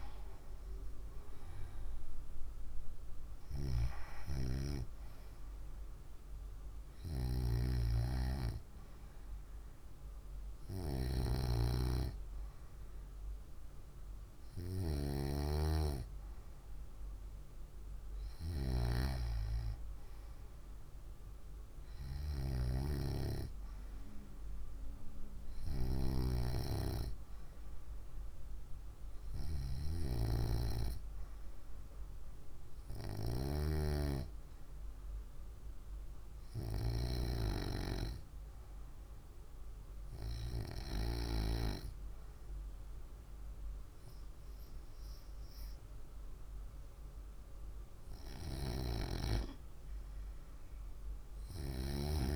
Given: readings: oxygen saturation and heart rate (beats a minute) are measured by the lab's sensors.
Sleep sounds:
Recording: breathing in sleep by a room microphone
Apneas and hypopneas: none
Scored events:
none scored
From the record:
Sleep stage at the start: N2 (light sleep)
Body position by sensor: on the right side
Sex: female

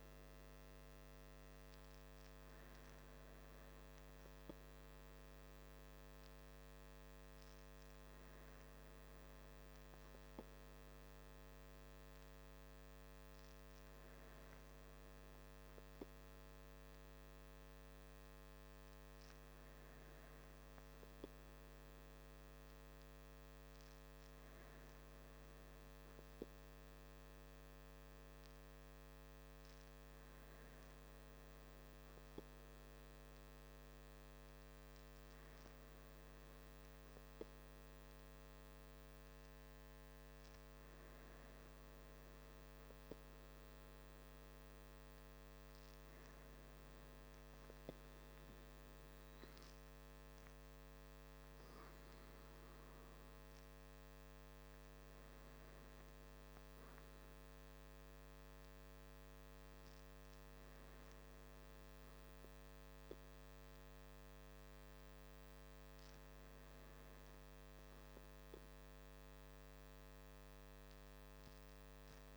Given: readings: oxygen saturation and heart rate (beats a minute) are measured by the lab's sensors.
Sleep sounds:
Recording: breathing in sleep, hard to hear, by a microphone on the trachea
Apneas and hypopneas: none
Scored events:
none scored
From the record:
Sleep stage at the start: N2 (light sleep)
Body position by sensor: on the back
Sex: male

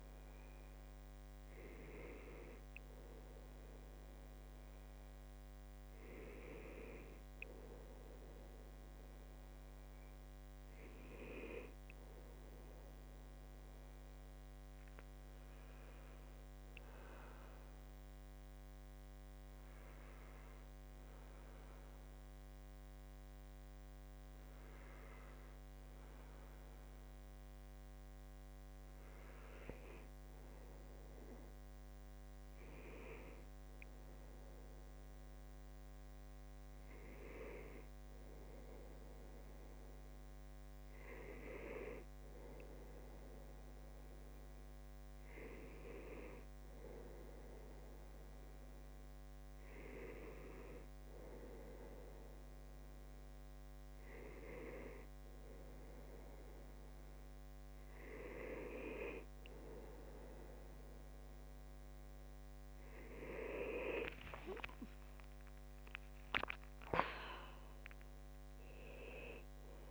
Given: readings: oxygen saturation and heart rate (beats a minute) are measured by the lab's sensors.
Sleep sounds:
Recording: breathing in sleep by a microphone on the trachea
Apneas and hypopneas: 1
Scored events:
6.00-10.00 s: arousal
13.50-28.50 s: obstructive apnea (oxygen 96% before, 94% lowest, heart rate 68 before, 66 extreme, up 2 after)
34.50-38.50 s: arousal
64.50-66.50 s: long interval between heartbeats (device-marked, heart rate 69 before, 77 extreme)
65.00-69.00 s: arousal
From the record:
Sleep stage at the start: N2 (light sleep)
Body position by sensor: on the back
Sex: male

